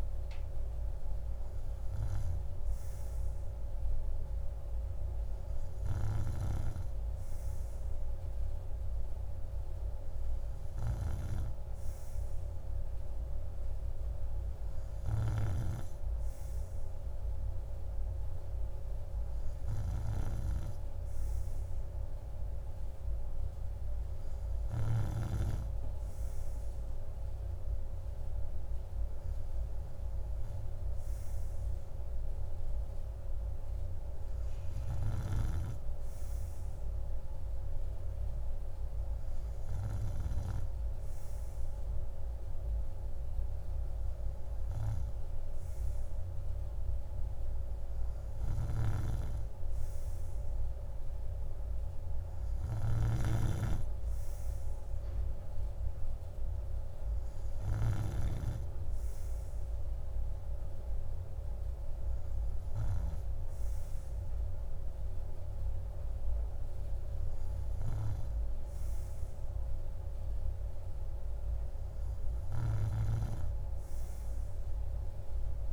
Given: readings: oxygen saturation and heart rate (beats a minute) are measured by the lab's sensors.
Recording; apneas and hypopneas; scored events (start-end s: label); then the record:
breathing in sleep by a room microphone; none
none scored
From the record:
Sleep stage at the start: N3 (deep sleep); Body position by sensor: on the right side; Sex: male